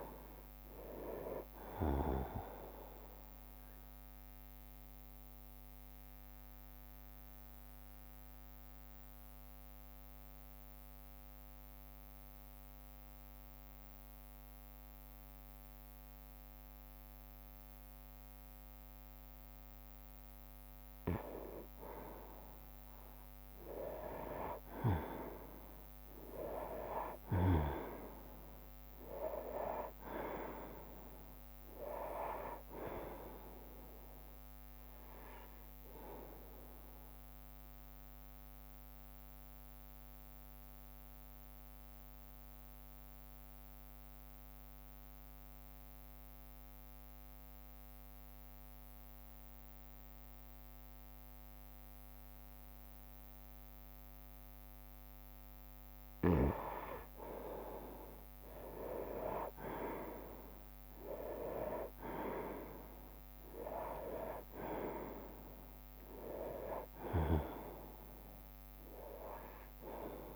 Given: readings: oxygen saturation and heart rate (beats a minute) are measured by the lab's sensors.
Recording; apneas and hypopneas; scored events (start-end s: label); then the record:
breathing in sleep by a microphone on the trachea; 2
3.00-21.00 s: mixed apnea (oxygen 97% before, 91% lowest, heart rate 67 before, 57 extreme, up 8 after)
6.50-18.50 s: oxygen desaturation (device-marked, oxygen 94% before, 91% lowest, heart rate 68 before, 57 extreme)
7.50-20.50 s: bradycardia (device-marked, heart rate 69 before, 57 extreme)
24.00-28.00 s: arousal
30.50-47.50 s: oxygen desaturation (device-marked, oxygen 98% before, 92% lowest, heart rate 60 before, 59 extreme)
37.00-55.50 s: obstructive apnea (oxygen 98% before, 91% lowest, heart rate 63 before, 59 extreme, up 8 after)
42.50-51.50 s: bradycardia (device-marked, heart rate 68 before, 59 extreme)
58.00-61.50 s: arousal
58.50-70.36 s: drop in pulse transit time (device-marked, heart rate 60 before, 62 extreme)
64.50-70.36 s: oxygen desaturation (device-marked, oxygen 97% before, 91% lowest, heart rate 61 before, 59 extreme)
From the record:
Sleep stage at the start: N2 (light sleep); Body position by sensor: on the right side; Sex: male